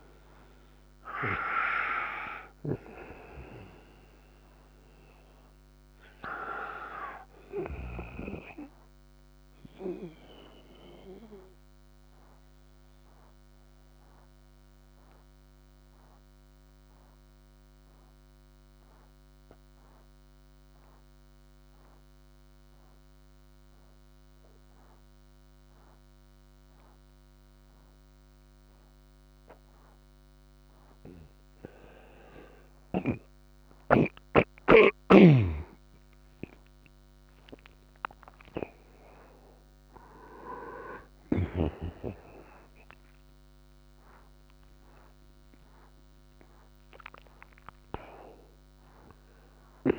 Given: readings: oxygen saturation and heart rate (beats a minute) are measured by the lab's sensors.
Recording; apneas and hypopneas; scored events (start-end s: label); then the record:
a person partly awake in a sleep study, by a microphone on the trachea; 1
0.00-20.50 s: oxygen desaturation (device-marked, oxygen 82% lowest, heart rate 57 extreme)
10.50-30.00 s: mixed apnea (oxygen 95% before, 82% lowest, heart rate 79 before, 60 extreme)
29.50-49.99 s: new sleep stage, awake
35.00-41.50 s: snoring (device-marked)
38.50-49.99 s: oxygen desaturation (device-marked, oxygen 98% before, 92% lowest, heart rate 74 before, 69 extreme)
From the record:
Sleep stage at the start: N2 (light sleep); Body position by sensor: on the right side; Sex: male